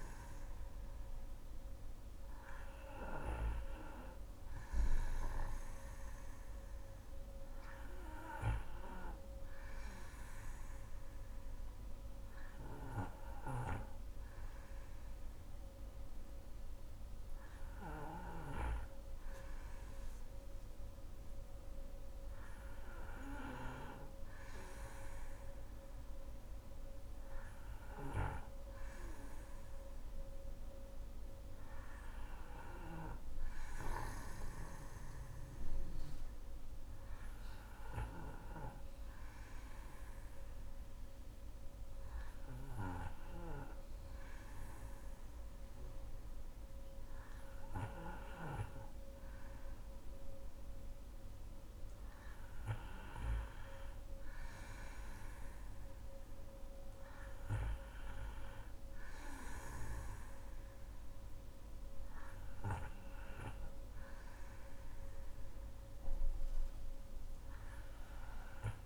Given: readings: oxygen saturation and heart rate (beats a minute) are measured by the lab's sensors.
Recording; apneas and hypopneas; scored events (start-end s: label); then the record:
breathing in sleep by a room microphone; none
none scored
From the record:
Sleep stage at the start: N2 (light sleep); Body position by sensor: on the back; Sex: female